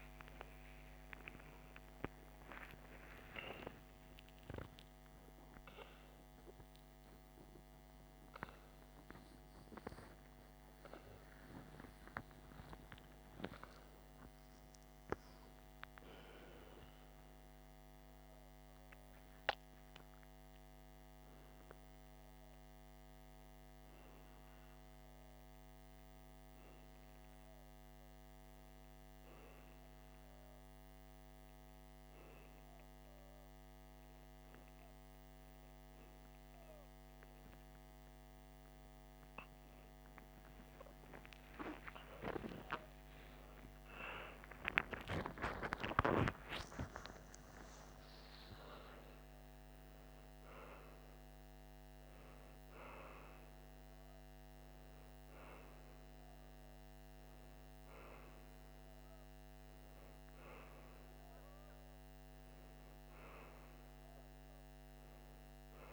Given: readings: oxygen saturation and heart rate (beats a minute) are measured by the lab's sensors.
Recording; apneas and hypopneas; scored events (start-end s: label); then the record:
a person awake in a sleep study, by a microphone on the trachea; none
48.00-52.00 s: oxygen desaturation (device-marked, oxygen 96% before, 91% lowest, heart rate 152 before, 163 extreme)
48.00-65.93 s: new sleep stage, N1 (lightest sleep)
From the record:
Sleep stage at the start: awake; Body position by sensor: on the right side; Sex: female